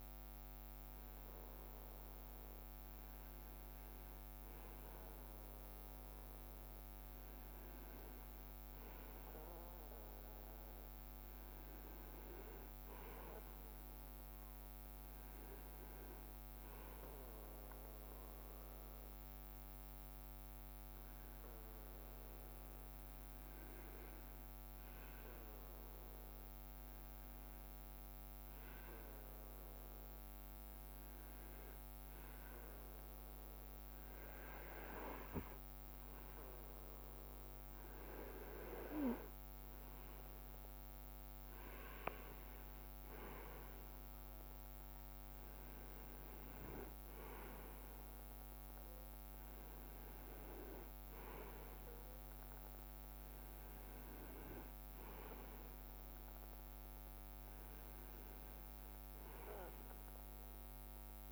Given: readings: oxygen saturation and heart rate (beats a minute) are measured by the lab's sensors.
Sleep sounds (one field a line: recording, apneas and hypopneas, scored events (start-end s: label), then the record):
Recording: breathing in sleep by a microphone on the trachea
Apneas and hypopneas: 1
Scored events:
7.50-61.32 s: new sleep stage, N2 (light sleep)
16.50-33.50 s: hypopnea (oxygen 99% before, 97% lowest, heart rate 64 before, 62 extreme, up 5 after)
From the record:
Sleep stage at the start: N1 (lightest sleep)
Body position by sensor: on the right side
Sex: male